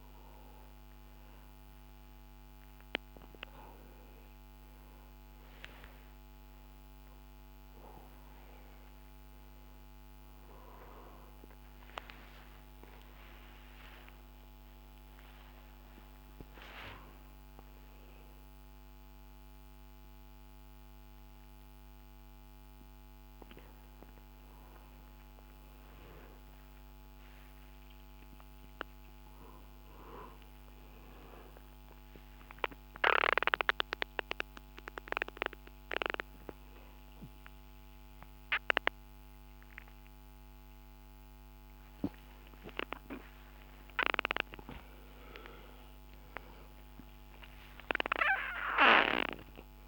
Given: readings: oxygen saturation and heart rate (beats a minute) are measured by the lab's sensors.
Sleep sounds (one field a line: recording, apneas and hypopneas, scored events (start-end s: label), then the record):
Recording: a person awake in a sleep study, by a microphone on the trachea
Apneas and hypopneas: none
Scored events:
none scored
From the record:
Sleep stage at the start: awake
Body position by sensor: on the front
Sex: male